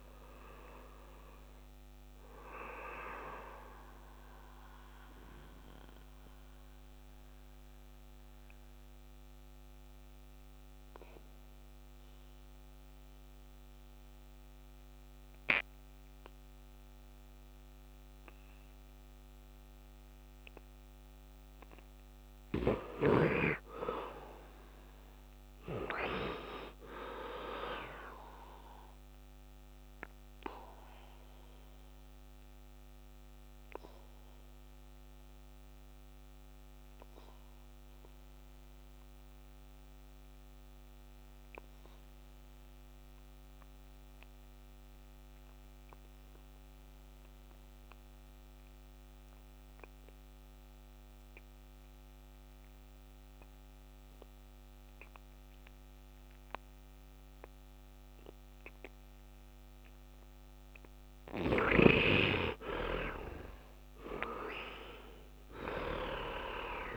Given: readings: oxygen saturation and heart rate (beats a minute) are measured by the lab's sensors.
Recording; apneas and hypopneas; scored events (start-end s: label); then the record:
breathing in sleep by a microphone on the trachea; 2
0.00-12.50 s: oxygen desaturation (device-marked, oxygen 44% lowest, heart rate 63 extreme)
4.50-21.50 s: mixed apnea (oxygen 61% before, 44% lowest, heart rate 77 before, 64 extreme, up 14 after)
23.00-27.00 s: arousal
24.50-43.50 s: oxygen desaturation (device-marked, oxygen 100% before, 69% lowest, heart rate 68 before, 64 extreme)
33.00-59.00 s: obstructive apnea (oxygen 100% before, 56% lowest, heart rate 73 before, 64 extreme, up 11 after)
48.50-66.97 s: oxygen desaturation (device-marked, oxygen 97% before, 56% lowest, heart rate 70 before, 63 extreme)
61.00-66.00 s: arousal
From the record:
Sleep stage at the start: N2 (light sleep); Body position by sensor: on the right side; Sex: male